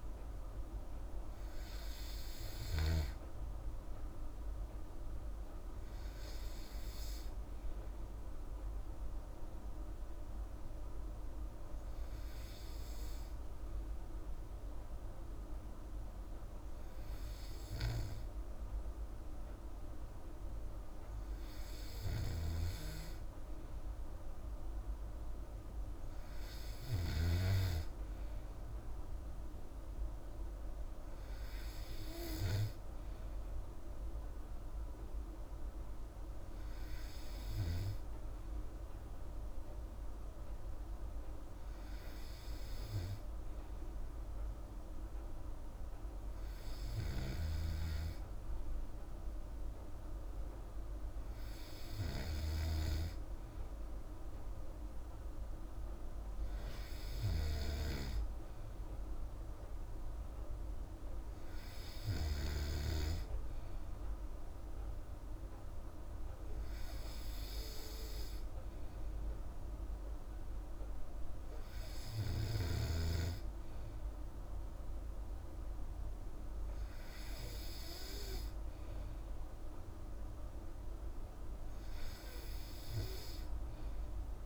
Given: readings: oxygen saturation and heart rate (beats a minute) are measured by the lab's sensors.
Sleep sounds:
breathing in sleep by a room microphone; none
0.00-3.00 s: arousal
6.00-19.00 s: oxygen desaturation (device-marked, oxygen 98% before, 94% lowest, heart rate 60 before, 54 extreme)
From the record:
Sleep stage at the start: N2 (light sleep); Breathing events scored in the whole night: 86 in 5.5 hours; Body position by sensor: on the back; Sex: female

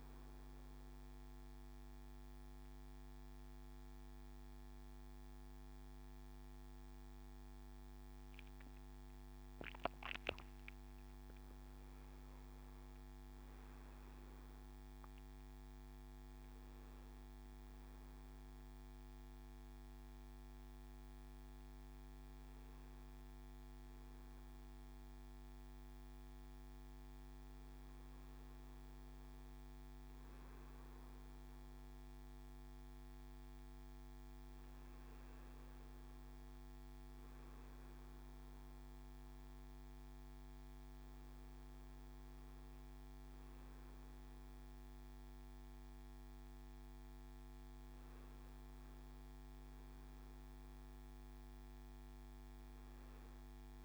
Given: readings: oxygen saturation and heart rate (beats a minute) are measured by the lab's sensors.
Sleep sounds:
a person awake in a sleep study, hard to hear, by a microphone on the trachea; none
14.00-31.00 s: oxygen desaturation (device-marked, oxygen 99% before, 95% lowest, heart rate 82 before, 81 extreme)
From the record:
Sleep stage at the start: awake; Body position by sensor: on the back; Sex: male

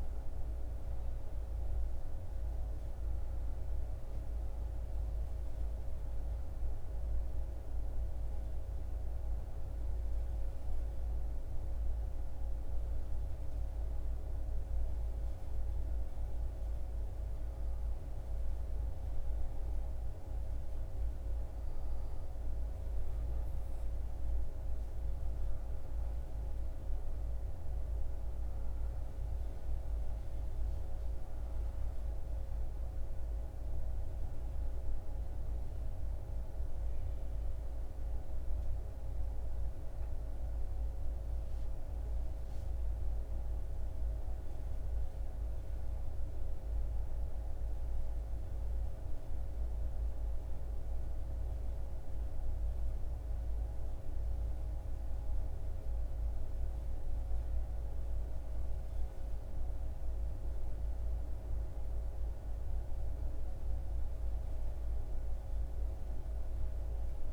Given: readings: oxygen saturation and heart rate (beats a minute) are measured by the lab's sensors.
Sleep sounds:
breathing in sleep, hard to hear, by a room microphone; 1
12.50-23.50 s: obstructive apnea (oxygen 96% before, 94% lowest, heart rate 77 before, 72 extreme, up 7 after)
27.00-32.00 s: arousal
From the record:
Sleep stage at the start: N2 (light sleep); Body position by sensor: on the back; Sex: male

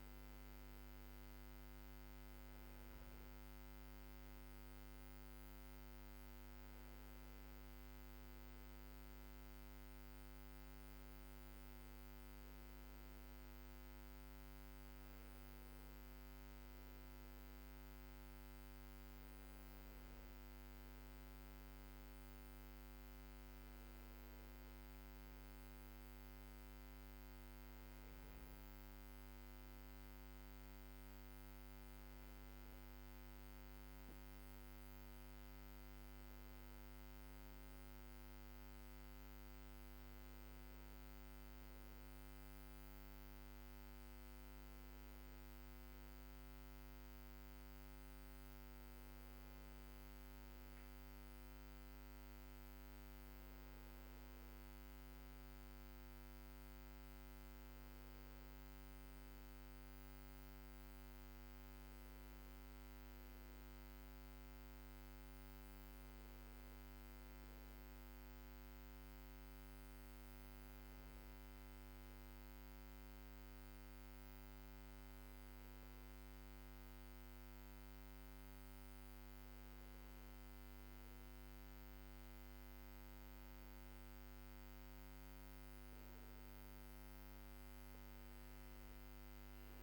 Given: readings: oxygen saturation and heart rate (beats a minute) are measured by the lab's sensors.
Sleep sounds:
a person awake in a sleep study, hard to hear, by a microphone on the trachea; none
none scored
From the record:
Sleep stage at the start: awake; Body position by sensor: on the back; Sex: male

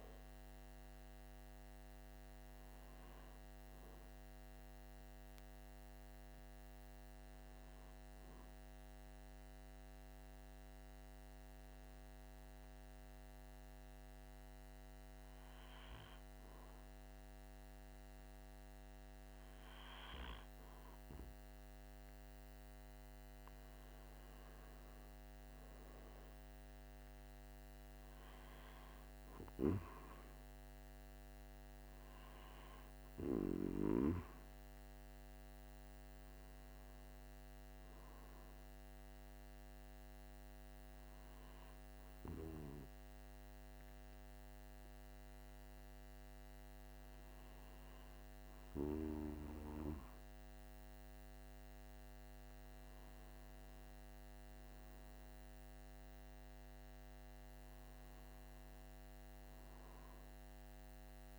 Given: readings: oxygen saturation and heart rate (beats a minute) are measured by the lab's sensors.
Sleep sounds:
breathing in sleep by a microphone on the trachea; 1
6.50-19.50 s: hypopnea (oxygen 98% before, 95% lowest, heart rate 46 before, 45 extreme, up 2 after)
25.50-30.00 s: arousal
From the record:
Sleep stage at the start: N2 (light sleep); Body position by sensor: on the back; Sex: male

